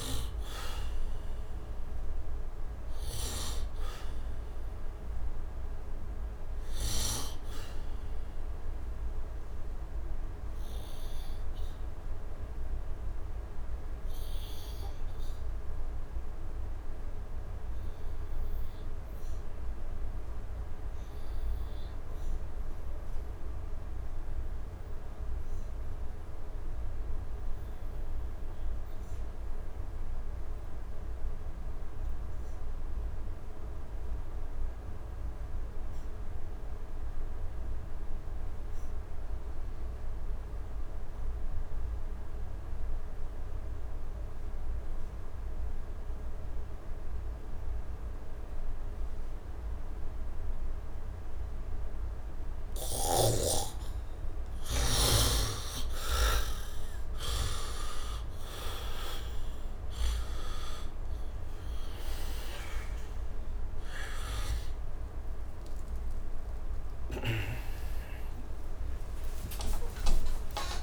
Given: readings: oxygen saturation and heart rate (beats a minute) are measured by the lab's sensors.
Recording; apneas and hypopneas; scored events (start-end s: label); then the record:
breathing in sleep by a room microphone; 1
0.00-19.50 s: oxygen desaturation (device-marked, oxygen 65% lowest, heart rate 68 extreme)
5.50-52.00 s: obstructive apnea (oxygen 97% before, 58% lowest, heart rate 79 before, 70 extreme, up 9 after)
25.50-70.83 s: oxygen desaturation (device-marked, oxygen 100% before, 58% lowest, heart rate 72 before, 70 extreme)
68.50-70.83 s: arousal
From the record:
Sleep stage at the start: N2 (light sleep); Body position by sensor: on the back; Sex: male